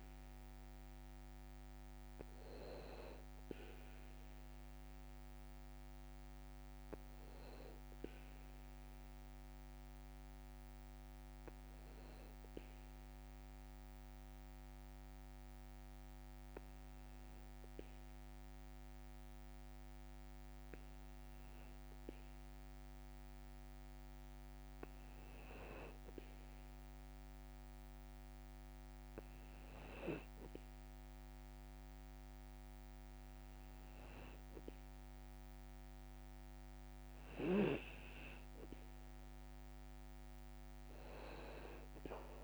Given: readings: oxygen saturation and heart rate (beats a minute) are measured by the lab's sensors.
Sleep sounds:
breathing in sleep by a microphone on the trachea; 1
10.00-26.00 s: hypopnea (oxygen 97% before, 95% lowest, heart rate 58 before, 53 extreme, up 4 after)
28.50-32.50 s: arousal
From the record:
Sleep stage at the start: N2 (light sleep); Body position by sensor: on the back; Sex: male

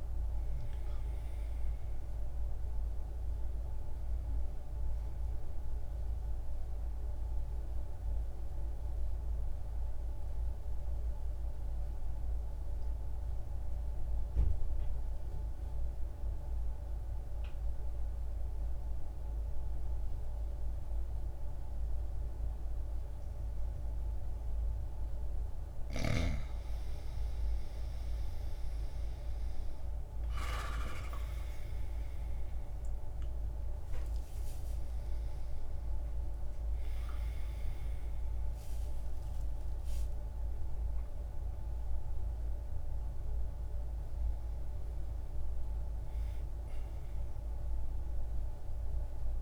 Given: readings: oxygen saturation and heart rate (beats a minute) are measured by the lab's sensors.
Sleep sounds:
breathing in sleep, hard to hear, by a room microphone; 1
0.00-17.00 s: oxygen desaturation (device-marked, oxygen 86% lowest, heart rate 60 extreme)
6.00-25.50 s: obstructive apnea (oxygen 97% before, 86% lowest, heart rate 63 before, 60 extreme, up 2 after)
27.50-32.00 s: arousal
30.00-49.42 s: oxygen desaturation (device-marked, oxygen 98% before, 87% lowest, heart rate 62 before, 60 extreme)
From the record:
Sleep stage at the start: N2 (light sleep); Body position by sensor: on the right side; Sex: male

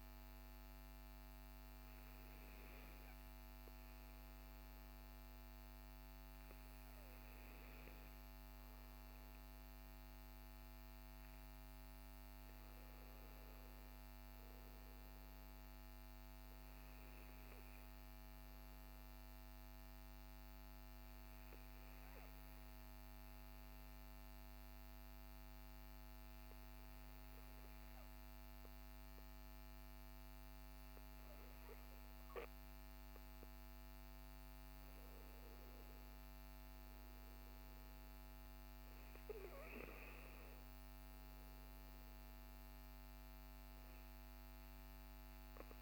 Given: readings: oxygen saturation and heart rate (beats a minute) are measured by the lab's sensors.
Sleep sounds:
breathing in sleep, hard to hear, by a microphone on the trachea; 1
21.00-34.00 s: obstructive apnea (oxygen 96% before, 94% lowest, heart rate 62 before, 53 extreme, up 20 after)
35.50-39.00 s: arousal
From the record:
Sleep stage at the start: N2 (light sleep); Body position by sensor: on the back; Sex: male

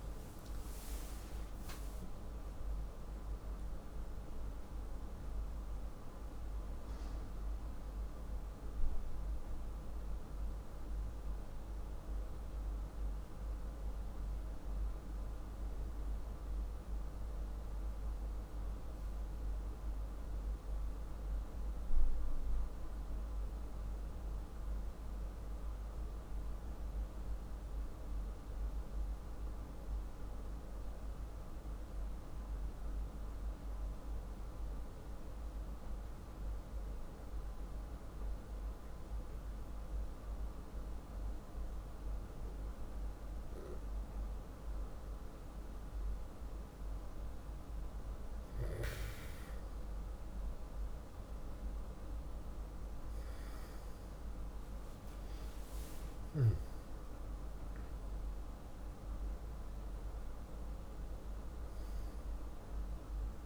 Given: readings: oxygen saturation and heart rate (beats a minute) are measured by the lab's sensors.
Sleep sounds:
breathing in sleep, hard to hear, by a room microphone; 1
0.00-2.00 s: arousal
28.00-44.50 s: hypopnea (oxygen 97% before, 93% lowest, heart rate 55 before, 45 extreme, up 5 after)
48.00-63.46 s: oxygen desaturation (device-marked, oxygen 96% before, 93% lowest, heart rate 45 before, 44 extreme)
52.50-57.50 s: arousal
From the record:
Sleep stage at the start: N2 (light sleep); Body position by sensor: on the back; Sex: male

